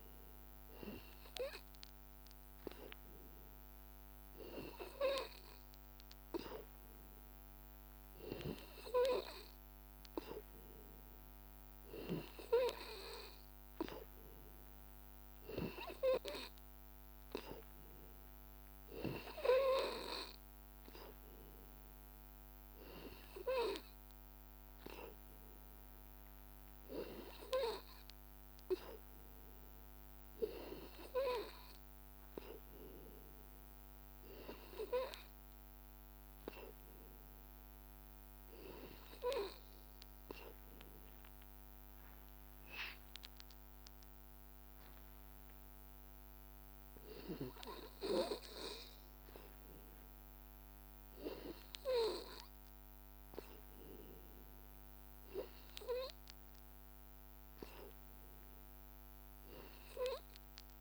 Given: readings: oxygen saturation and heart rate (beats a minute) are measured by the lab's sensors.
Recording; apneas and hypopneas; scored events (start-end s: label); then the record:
breathing in sleep by a microphone on the trachea; none
0.00-12.00 s: oxygen desaturation (device-marked, oxygen 91% lowest, heart rate 79 extreme)
From the record:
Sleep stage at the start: N2 (light sleep); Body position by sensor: on the back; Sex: male